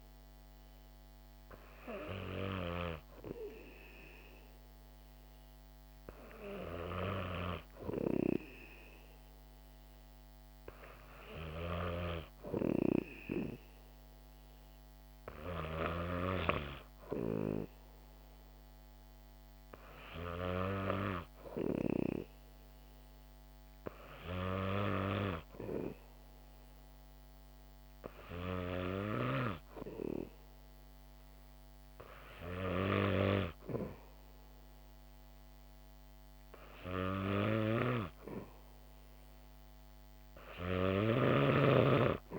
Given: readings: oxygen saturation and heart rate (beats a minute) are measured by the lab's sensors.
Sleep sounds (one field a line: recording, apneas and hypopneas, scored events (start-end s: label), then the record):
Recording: breathing in sleep by a microphone on the trachea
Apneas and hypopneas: 1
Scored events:
21.50-35.50 s: hypopnea (oxygen 96% before, 93% lowest, heart rate 65 before, 58 extreme, up 3 after)
37.50-42.39 s: snoring (device-marked)
38.00-42.39 s: arousal
From the record:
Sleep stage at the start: N2 (light sleep)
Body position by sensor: on the back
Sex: female